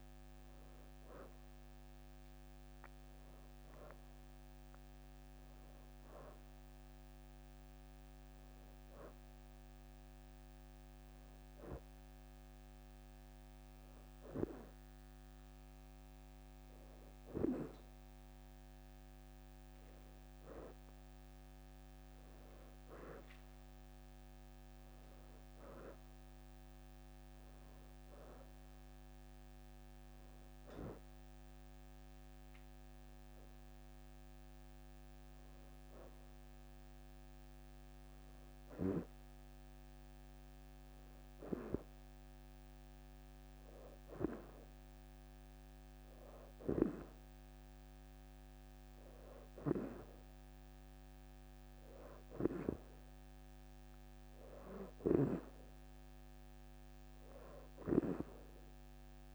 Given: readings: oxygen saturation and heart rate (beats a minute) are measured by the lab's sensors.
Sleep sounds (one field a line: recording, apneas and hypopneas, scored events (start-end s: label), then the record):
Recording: breathing in sleep by a microphone on the trachea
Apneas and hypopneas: 1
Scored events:
2.50-5.50 s: leg movement (device-marked)
2.50-6.00 s: arousal
9.00-19.00 s: hypopnea (oxygen 93% before, 88% lowest, heart rate 82 before, 76 extreme, up 5 after)
21.50-26.00 s: arousal
24.00-25.50 s: leg movement (device-marked)
26.00-41.00 s: oxygen desaturation (device-marked, oxygen 93% before, 88% lowest, heart rate 80 before, 78 extreme)
From the record:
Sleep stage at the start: N2 (light sleep)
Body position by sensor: on the back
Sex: female